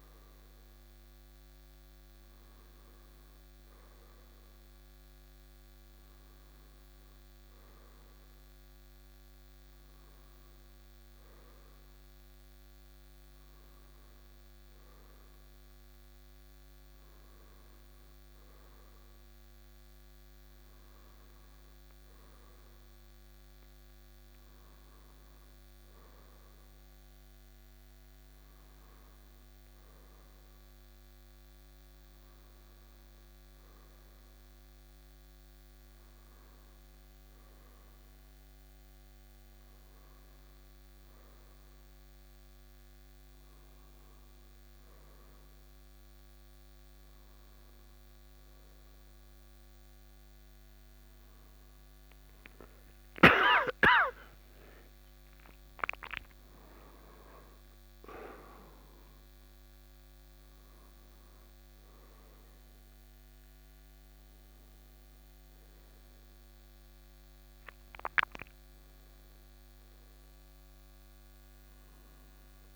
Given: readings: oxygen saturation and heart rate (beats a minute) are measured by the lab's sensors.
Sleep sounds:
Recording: breathing in sleep by a microphone on the trachea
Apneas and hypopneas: none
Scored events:
54.00-59.00 s: arousal
From the record:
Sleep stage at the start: N2 (light sleep)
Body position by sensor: on the right side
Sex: male

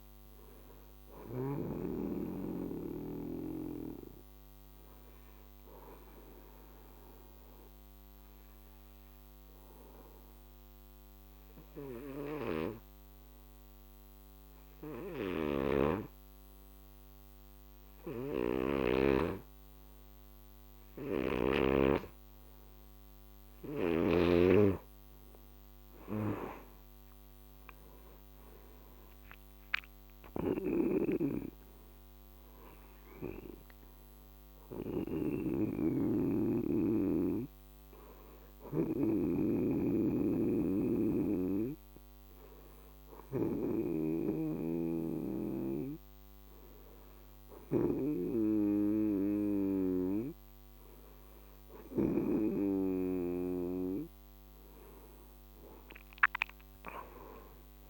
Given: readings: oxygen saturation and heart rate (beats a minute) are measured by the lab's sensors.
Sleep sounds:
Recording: breathing in sleep by a microphone on the trachea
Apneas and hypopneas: 2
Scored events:
0.00-1.50 s: snoring (device-marked)
0.00-12.50 s: oxygen desaturation (device-marked, oxygen 84% lowest, heart rate 49 extreme)
2.00-23.50 s: obstructive apnea (oxygen 96% before, 84% lowest, heart rate 65 before, 52 extreme, up 24 after)
12.00-21.50 s: snoring (device-marked)
25.50-48.50 s: oxygen desaturation (device-marked, oxygen 98% before, 86% lowest, heart rate 55 before, 51 extreme)
27.00-31.00 s: arousal
30.00-35.00 s: snoring (device-marked)
37.00-53.00 s: obstructive apnea (oxygen 98% before, 86% lowest, heart rate 68 before, 51 extreme, up 19 after)
39.50-52.00 s: snoring (device-marked)
54.50-57.90 s: arousal
From the record:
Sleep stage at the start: N2 (light sleep)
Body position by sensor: on the back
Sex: male

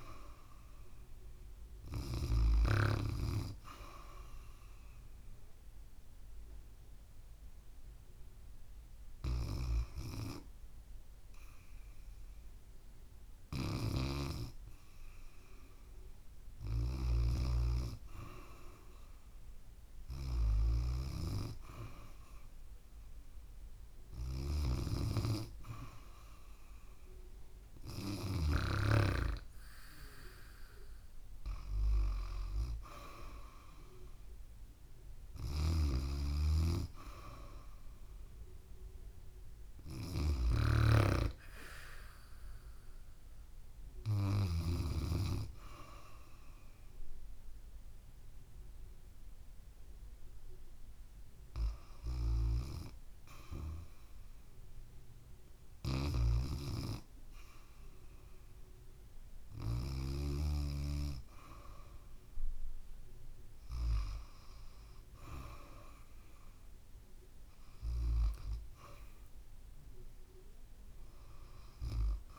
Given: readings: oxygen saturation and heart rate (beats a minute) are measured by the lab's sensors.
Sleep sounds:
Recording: breathing in sleep by a room microphone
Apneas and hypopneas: 1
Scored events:
0.00-3.00 s: snoring (device-marked)
5.00-15.00 s: hypopnea (oxygen 96% before, 93% lowest, heart rate 73 before, 69 extreme, up 2 after)
5.50-72.39 s: new sleep stage, N2 (light sleep)
16.50-29.00 s: snoring (device-marked)
20.00-24.00 s: arousal
35.50-45.00 s: snoring (device-marked)
52.00-60.00 s: snoring (device-marked)
60.50-63.50 s: arousal
From the record:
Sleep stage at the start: REM sleep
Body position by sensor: on the back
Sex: female

